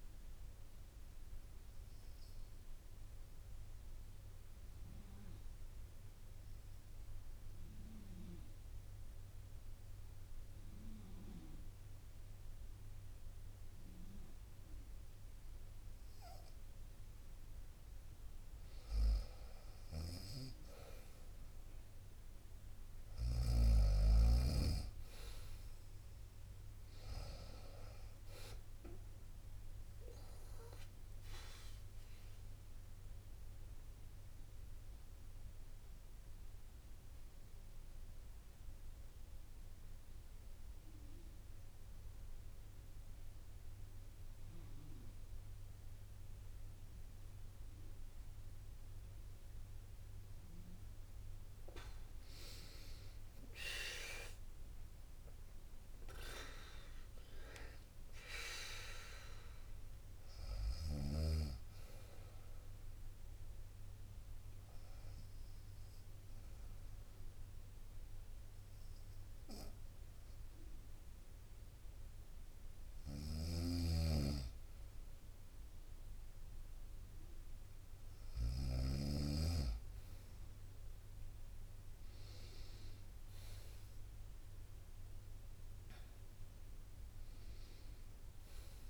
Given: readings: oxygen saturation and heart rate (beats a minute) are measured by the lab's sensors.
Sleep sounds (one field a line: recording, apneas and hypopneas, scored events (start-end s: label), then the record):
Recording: breathing in sleep by a room microphone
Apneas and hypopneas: 3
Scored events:
0.00-3.00 s: drop in pulse transit time (device-marked, heart rate 61 extreme)
0.00-8.00 s: bradycardia (device-marked, heart rate 63 before, 58 extreme)
1.00-16.00 s: mixed apnea (oxygen 98% before, 93% lowest, heart rate 63 before, 58 extreme, up 3 after)
18.50-23.00 s: arousal
19.50-23.50 s: snoring (device-marked)
22.00-24.00 s: bradycardia (device-marked, heart rate 63 before, 60 extreme)
25.00-39.00 s: drop in pulse transit time (device-marked, heart rate 60 before, 59 extreme)
31.00-49.50 s: obstructive apnea (oxygen 97% before, 92% lowest, heart rate 60 before, 57 extreme, up 9 after)
38.00-45.00 s: bradycardia (device-marked, heart rate 63 before, 57 extreme)
52.50-56.50 s: arousal
54.00-65.00 s: drop in pulse transit time (device-marked, heart rate 61 before, 61 extreme)
63.00-70.00 s: bradycardia (device-marked, heart rate 63 before, 57 extreme)
64.50-74.50 s: obstructive apnea (oxygen 97% before, 92% lowest, heart rate 62 before, 58 extreme, up 6 after)
72.50-78.50 s: snoring (device-marked)
81.00-88.90 s: drop in pulse transit time (device-marked, heart rate 60 before, 62 extreme)
From the record:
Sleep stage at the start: N2 (light sleep)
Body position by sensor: on the right side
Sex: female